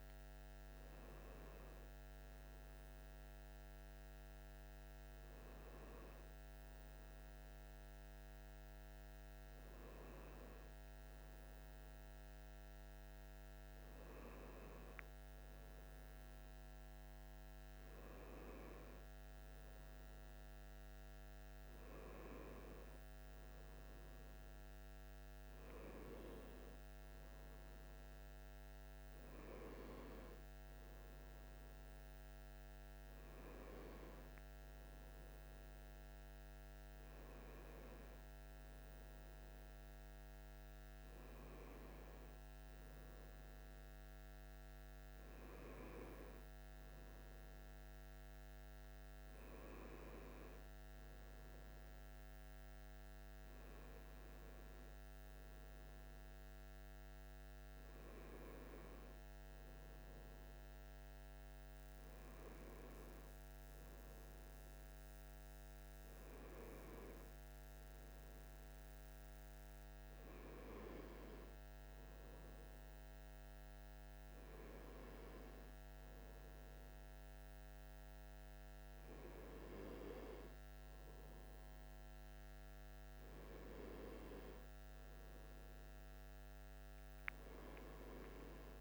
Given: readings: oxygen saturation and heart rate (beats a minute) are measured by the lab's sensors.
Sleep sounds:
breathing in sleep by a microphone on the trachea; none
none scored
From the record:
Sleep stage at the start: N1 (lightest sleep); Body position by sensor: on the right side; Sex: male

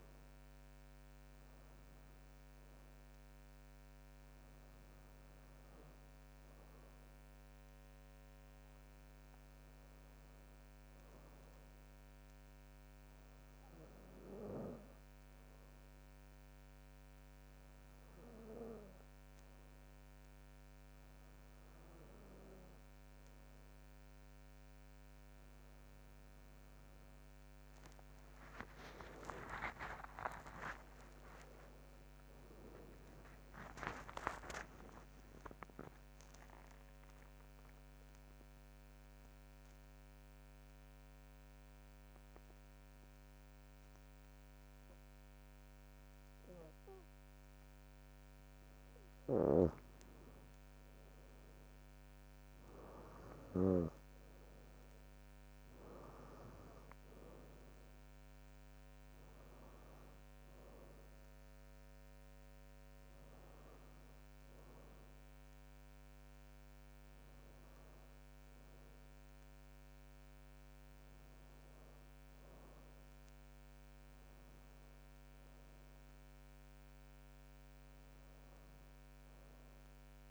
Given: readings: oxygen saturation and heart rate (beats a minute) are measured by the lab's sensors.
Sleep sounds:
breathing in sleep by a microphone on the trachea; 2
4.00-20.00 s: hypopnea (oxygen 96% before, 93% lowest, heart rate 63 before, 59 extreme, up 6 after)
16.50-18.50 s: bradycardia (device-marked, heart rate 73 before, 61 extreme)
29.50-31.50 s: long interval between heartbeats (device-marked, heart rate 63 before, 77 extreme)
30.50-35.00 s: arousal
33.50-38.50 s: oxygen desaturation (device-marked, oxygen 96% before, 93% lowest, heart rate 67 before, 61 extreme)
37.50-49.50 s: mixed apnea (oxygen 96% before, 93% lowest, heart rate 71 before, 59 extreme, up 7 after)
49.50-54.00 s: snoring (device-marked)
51.50-54.00 s: arousal
62.50-64.50 s: bradycardia (device-marked, heart rate 74 before, 61 extreme)
From the record:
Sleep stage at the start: N2 (light sleep); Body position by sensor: on the back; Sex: female

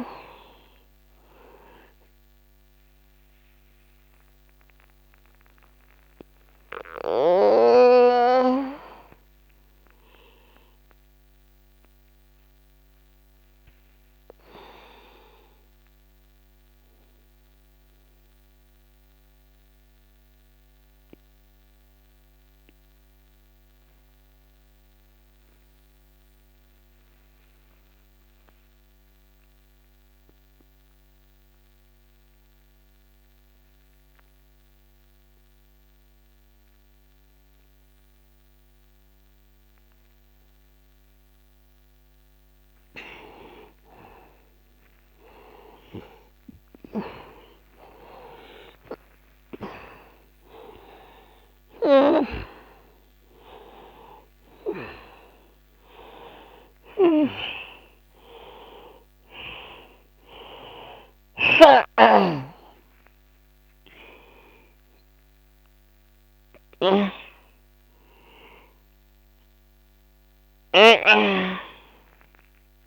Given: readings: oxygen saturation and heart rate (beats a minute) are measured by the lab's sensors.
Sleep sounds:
breathing in sleep by a microphone on the trachea; 1
0.00-17.50 s: oxygen desaturation (device-marked, oxygen 88% lowest, heart rate 55 extreme)
16.00-44.50 s: mixed apnea (oxygen 96% before, 85% lowest, heart rate 65 before, 55 extreme, up 18 after)
43.50-66.50 s: oxygen desaturation (device-marked, oxygen 97% before, 89% lowest, heart rate 62 before, 55 extreme)
46.00-50.00 s: arousal
71.50-72.87 s: oxygen desaturation (device-marked, oxygen 90% before, 85% lowest, heart rate 63 before, 37 extreme)
From the record:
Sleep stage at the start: N2 (light sleep); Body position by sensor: on the back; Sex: male

